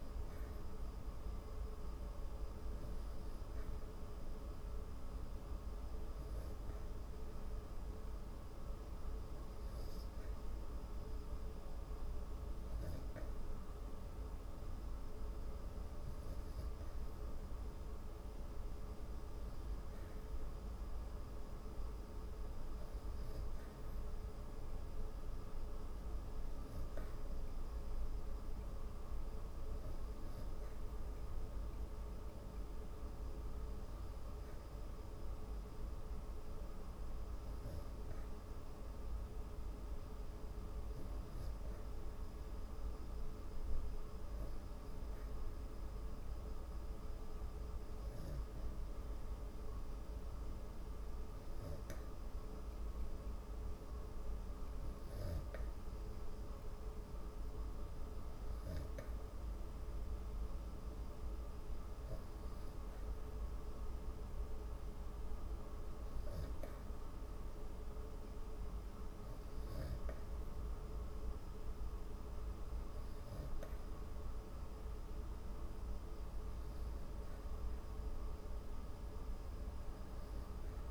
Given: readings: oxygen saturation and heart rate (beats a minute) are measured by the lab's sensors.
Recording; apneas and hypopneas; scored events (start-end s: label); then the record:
breathing in sleep, hard to hear, by a room microphone; none
none scored
From the record:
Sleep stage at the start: N3 (deep sleep); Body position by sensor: on the back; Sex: female